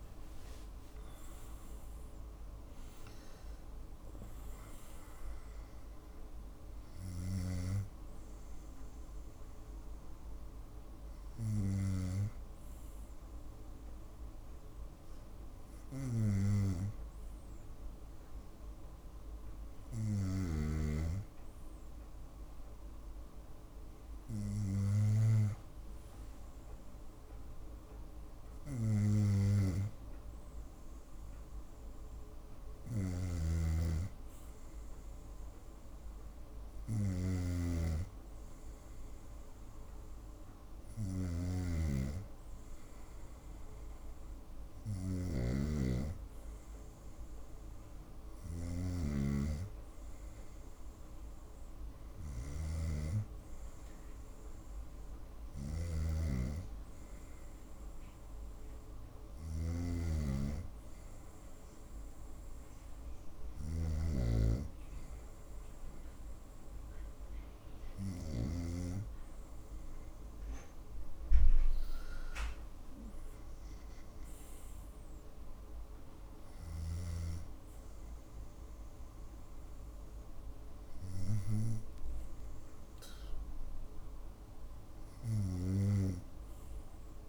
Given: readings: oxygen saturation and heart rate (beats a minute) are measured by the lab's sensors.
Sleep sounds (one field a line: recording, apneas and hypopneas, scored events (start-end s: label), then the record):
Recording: breathing in sleep by a room microphone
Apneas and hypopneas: none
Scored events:
0.00-1.50 s: arousal
32.50-45.00 s: snoring (device-marked)
52.00-63.50 s: snoring (device-marked)
From the record:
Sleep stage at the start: N2 (light sleep)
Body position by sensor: on the right side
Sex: female